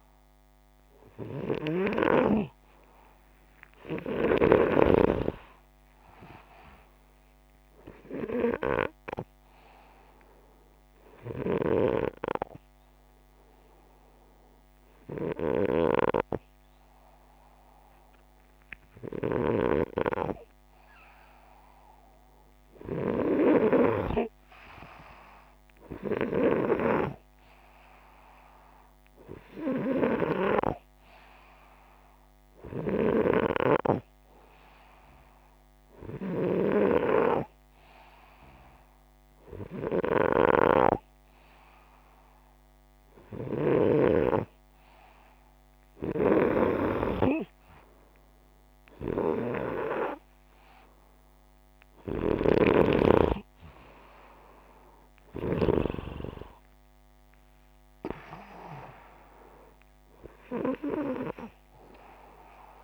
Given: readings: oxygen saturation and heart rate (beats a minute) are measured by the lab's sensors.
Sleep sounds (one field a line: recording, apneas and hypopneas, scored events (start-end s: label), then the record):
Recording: breathing in sleep by a microphone on the trachea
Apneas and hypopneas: 1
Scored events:
3.00-7.00 s: arousal
10.50-21.50 s: hypopnea (oxygen 96% before, 82% lowest)
21.00-54.00 s: oxygen desaturation (device-marked, oxygen 95% before, 82% lowest)
23.50-26.50 s: arousal
From the record:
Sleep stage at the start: N2 (light sleep)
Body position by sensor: upright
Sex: male